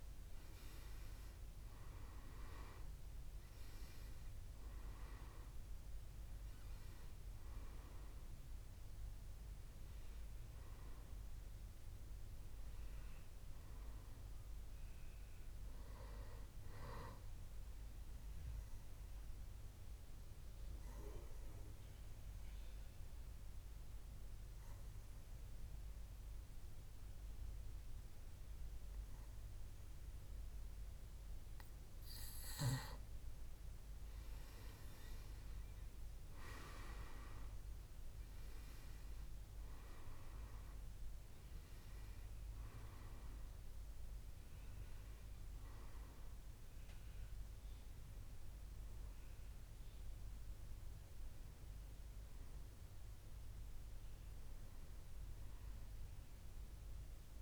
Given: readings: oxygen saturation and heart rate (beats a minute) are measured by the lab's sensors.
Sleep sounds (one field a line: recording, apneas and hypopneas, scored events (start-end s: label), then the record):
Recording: breathing in sleep by a room microphone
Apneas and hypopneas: 1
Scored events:
0.00-21.50 s: oxygen desaturation (device-marked, oxygen 91% lowest, heart rate 65 extreme)
19.00-34.00 s: obstructive apnea (oxygen 98% before, 93% lowest, heart rate 72 before, 65 extreme, up 6 after)
36.50-41.50 s: arousal
39.50-56.50 s: oxygen desaturation (device-marked, oxygen 98% before, 93% lowest, heart rate 67 before, 68 extreme)
From the record:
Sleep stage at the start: N2 (light sleep)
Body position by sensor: on the back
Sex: male